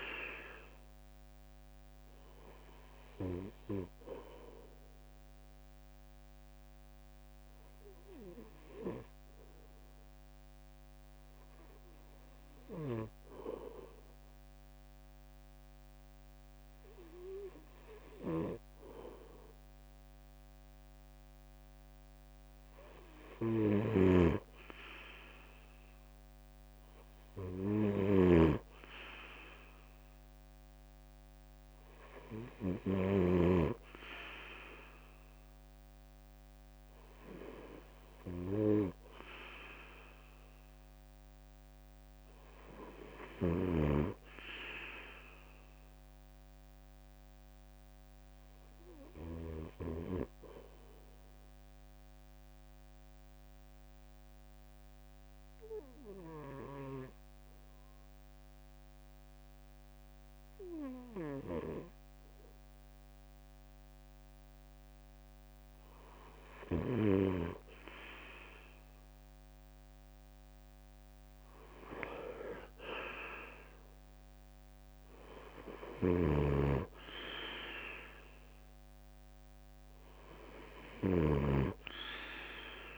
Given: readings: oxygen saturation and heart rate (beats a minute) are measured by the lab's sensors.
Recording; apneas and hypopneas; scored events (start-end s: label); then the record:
breathing in sleep by a microphone on the trachea; 2
0.00-5.50 s: oxygen desaturation (device-marked, oxygen 83% lowest, heart rate 65 extreme)
6.50-20.00 s: hypopnea (oxygen 94% before, 89% lowest, heart rate 71 before, 65 extreme, up 7 after)
21.50-24.50 s: arousal
23.50-33.00 s: snoring (device-marked)
43.00-49.50 s: snoring (device-marked)
45.50-48.50 s: arousal
52.00-66.00 s: mixed apnea (oxygen 94% before, 88% lowest, heart rate 69 before, 59 extreme, up 13 after)
52.50-56.50 s: bradycardia (device-marked, heart rate 68 before, 59 extreme)
68.00-71.50 s: arousal
74.50-82.98 s: drop in pulse transit time (device-marked, heart rate 64 before, 69 extreme)
75.50-82.98 s: snoring (device-marked)
76.50-82.98 s: oxygen desaturation (device-marked, oxygen 94% before, 88% lowest, heart rate 65 before, 64 extreme)
From the record:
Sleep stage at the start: N2 (light sleep); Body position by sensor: on the right side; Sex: male